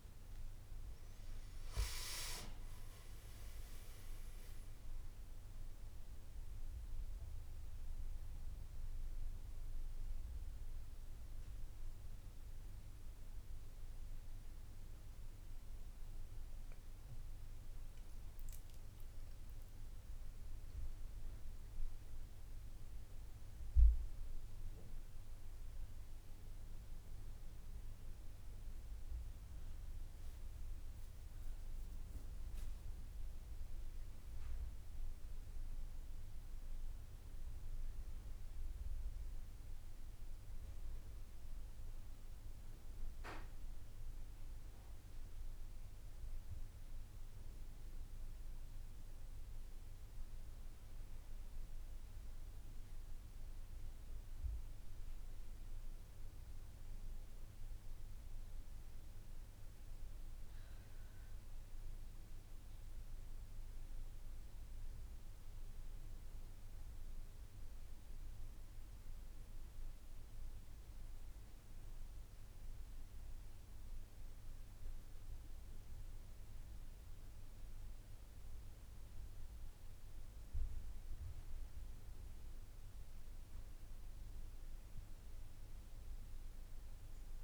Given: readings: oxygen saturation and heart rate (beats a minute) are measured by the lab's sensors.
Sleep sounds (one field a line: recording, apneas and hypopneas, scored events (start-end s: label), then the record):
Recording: breathing in sleep, hard to hear, by a room microphone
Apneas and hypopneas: none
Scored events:
none scored
From the record:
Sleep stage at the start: N2 (light sleep)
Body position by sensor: on the back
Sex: male